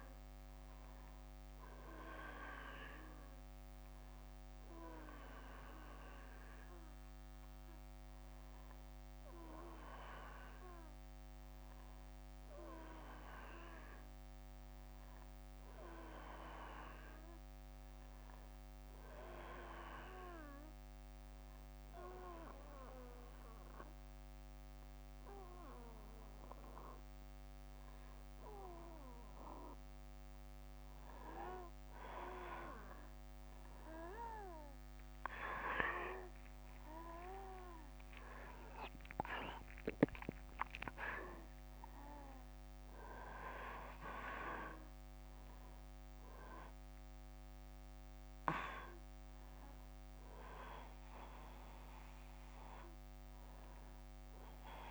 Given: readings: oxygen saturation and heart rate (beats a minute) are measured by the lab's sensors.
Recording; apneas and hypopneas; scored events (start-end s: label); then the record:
breathing in sleep by a microphone on the trachea; 1
0.00-10.00 s: oxygen desaturation (device-marked, oxygen 92% lowest, heart rate 61 extreme)
12.00-14.50 s: arousal
17.00-29.50 s: obstructive apnea (oxygen 97% before, 92% lowest, heart rate 67 before, 64 extreme, up 3 after)
33.00-37.50 s: arousal
40.00-54.91 s: oxygen desaturation (device-marked, oxygen 95% before, 92% lowest, heart rate 65 before, 63 extreme)
From the record:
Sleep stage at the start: N1 (lightest sleep); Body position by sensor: on the back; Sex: male